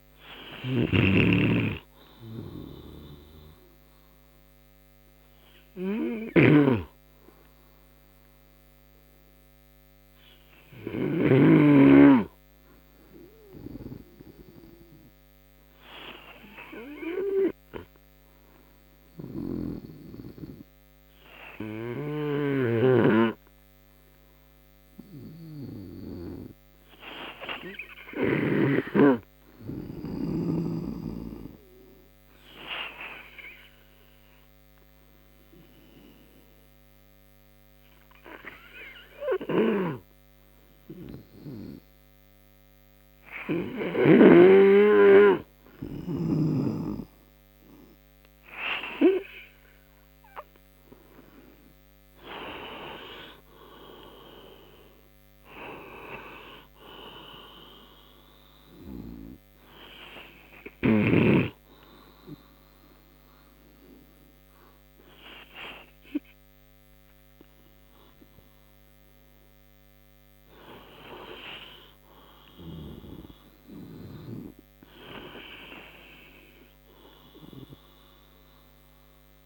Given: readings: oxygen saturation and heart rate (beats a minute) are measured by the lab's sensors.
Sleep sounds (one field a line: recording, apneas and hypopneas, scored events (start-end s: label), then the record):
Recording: breathing in sleep by a microphone on the trachea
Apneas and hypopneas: 2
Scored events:
4.50-51.00 s: obstructive apnea (oxygen 95% before, 86% lowest, heart rate 75 before, 60 extreme, up 20 after)
27.50-44.50 s: oxygen desaturation (device-marked, oxygen 98% before, 91% lowest, heart rate 64 before, 61 extreme)
51.50-79.46 s: oxygen desaturation (device-marked, oxygen 92% before, 86% lowest, heart rate 70 before, 59 extreme)
52.50-55.00 s: arousal
60.00-70.00 s: obstructive apnea (oxygen 94% before, 86% lowest, heart rate 76 before, 59 extreme, up 11 after)
72.50-76.00 s: arousal
From the record:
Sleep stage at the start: N2 (light sleep)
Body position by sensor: on the right side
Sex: male